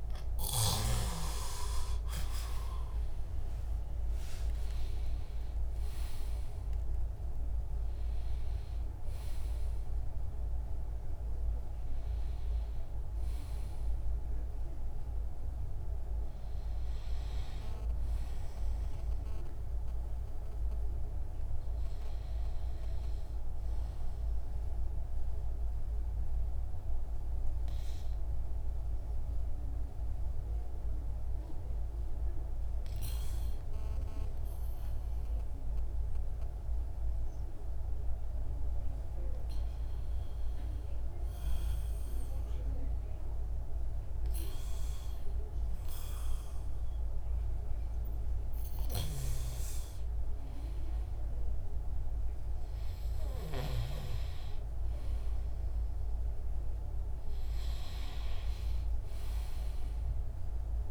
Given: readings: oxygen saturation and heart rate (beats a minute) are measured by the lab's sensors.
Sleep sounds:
breathing in sleep, hard to hear, by a room microphone; 1
0.00-4.00 s: arousal
13.00-60.91 s: new sleep stage, REM sleep
19.00-28.00 s: oxygen desaturation (device-marked, oxygen 98% before, 94% lowest, heart rate 59 before, 69 extreme)
25.00-49.00 s: hypopnea (oxygen 98% before, 94% lowest)
51.50-56.00 s: arousal
From the record:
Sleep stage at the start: N2 (light sleep); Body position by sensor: on the back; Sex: male

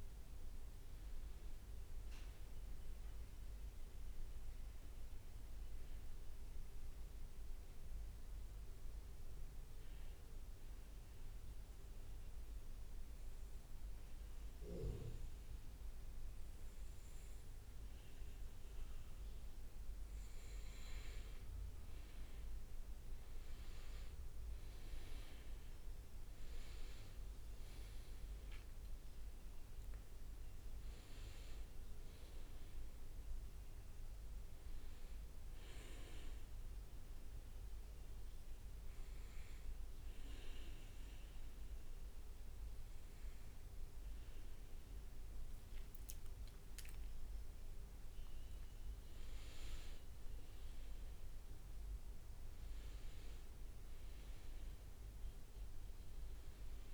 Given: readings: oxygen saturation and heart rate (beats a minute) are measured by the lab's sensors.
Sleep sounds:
breathing in sleep, hard to hear, by a room microphone; 2
7.00-19.00 s: obstructive apnea (oxygen 99% before, 93% lowest, heart rate 65 before, 60 extreme, up 9 after)
25.00-29.50 s: arousal
26.00-41.00 s: oxygen desaturation (device-marked, oxygen 99% before, 93% lowest, heart rate 62 before, 61 extreme)
36.00-46.50 s: hypopnea (oxygen 99% before, 95% lowest, heart rate 67 before, 61 extreme, up 6 after)
47.00-48.00 s: leg movement (device-marked)
47.50-52.00 s: arousal
From the record:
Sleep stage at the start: N2 (light sleep); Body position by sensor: on the back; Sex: male

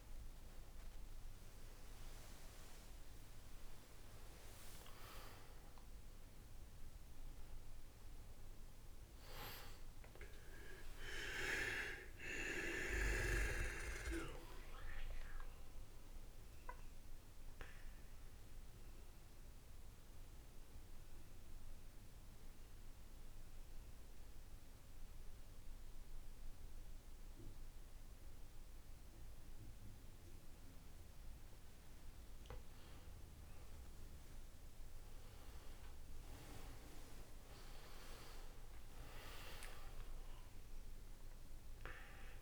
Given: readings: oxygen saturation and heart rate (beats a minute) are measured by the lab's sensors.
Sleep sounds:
breathing in sleep by a room microphone; 1
0.00-5.50 s: oxygen desaturation (device-marked, oxygen 93% lowest, heart rate 61 extreme)
10.00-13.50 s: arousal
15.50-31.50 s: central apnea (oxygen 97% before, 90% lowest, heart rate 81 before, 61 extreme, up 15 after)
33.50-37.00 s: arousal
33.50-42.42 s: oxygen desaturation (device-marked, oxygen 99% before, 90% lowest, heart rate 74 before, 65 extreme)
From the record:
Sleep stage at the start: N2 (light sleep); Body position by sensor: on the back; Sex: male

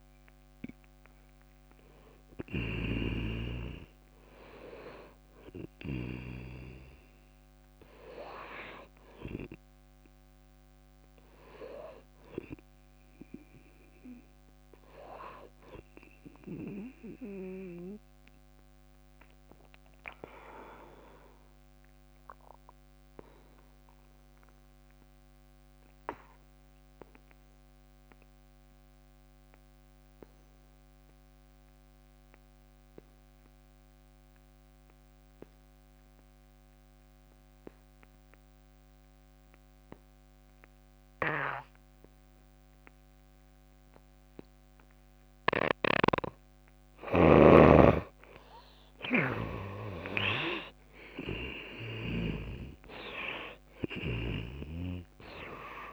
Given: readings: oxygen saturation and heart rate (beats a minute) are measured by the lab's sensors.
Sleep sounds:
breathing in sleep by a microphone on the trachea; 1
0.00-6.00 s: drop in pulse transit time (device-marked, heart rate 67 extreme)
0.00-6.50 s: snoring (device-marked)
0.00-9.00 s: oxygen desaturation (device-marked, oxygen 83% lowest, heart rate 55 extreme)
10.50-15.00 s: arousal
22.50-46.50 s: obstructive apnea (oxygen 97% before, 69% lowest, heart rate 61 before, 55 extreme, up 25 after)
35.00-55.93 s: oxygen desaturation (device-marked, oxygen 98% before, 69% lowest, heart rate 61 before, 55 extreme)
48.00-52.00 s: arousal
50.50-52.50 s: long interval between heartbeats (device-marked, heart rate 67 before, 77 extreme)
From the record:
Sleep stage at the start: N2 (light sleep); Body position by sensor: on the back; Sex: female

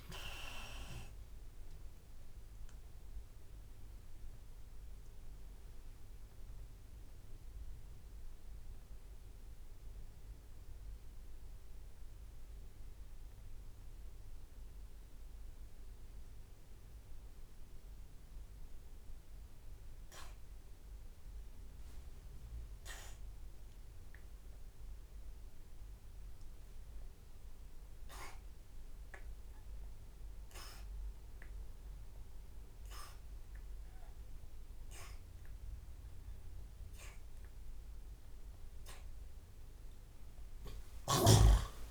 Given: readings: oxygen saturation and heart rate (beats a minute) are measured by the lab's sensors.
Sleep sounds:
breathing in sleep by a room microphone; 1
0.00-7.00 s: oxygen desaturation (device-marked, oxygen 93% lowest)
0.50-2.50 s: long interval between heartbeats (device-marked, heart rate 65 before, 54 extreme)
4.00-26.50 s: obstructive apnea (oxygen 97% before, 71% lowest)
6.00-8.00 s: long interval between heartbeats (device-marked, heart rate 51 before, 26 extreme)
7.00-20.00 s: drop in pulse transit time (device-marked)
13.00-29.00 s: oxygen desaturation (device-marked, oxygen 95% before, 71% lowest)
19.50-21.50 s: long interval between heartbeats (device-marked)
40.50-41.91 s: arousal
From the record:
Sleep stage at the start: N2 (light sleep); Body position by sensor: on the back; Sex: male

